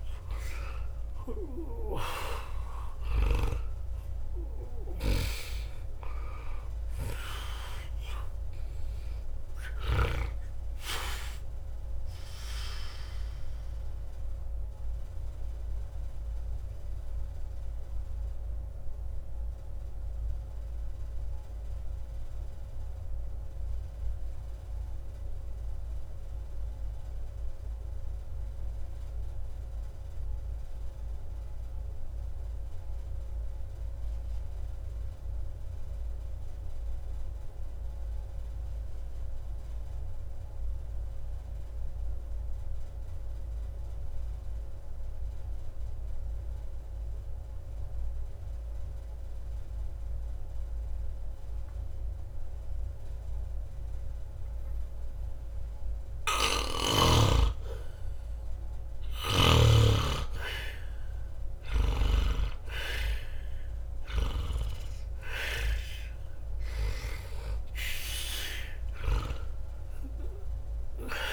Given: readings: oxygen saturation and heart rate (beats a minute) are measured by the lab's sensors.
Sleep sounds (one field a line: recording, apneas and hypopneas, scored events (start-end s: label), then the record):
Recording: breathing in sleep by a room microphone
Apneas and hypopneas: 1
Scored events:
0.00-2.00 s: arousal
0.00-39.00 s: oxygen desaturation (device-marked, oxygen 74% lowest, heart rate 60 extreme)
14.00-63.50 s: mixed apnea (oxygen 94% before, 74% lowest, heart rate 60 before, 60 extreme, up 0 after)
51.00-71.33 s: oxygen desaturation (device-marked, oxygen 100% before, 90% lowest, heart rate 60 before, 60 extreme)
66.50-71.00 s: arousal
From the record:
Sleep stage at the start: N2 (light sleep)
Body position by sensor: on the back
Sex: male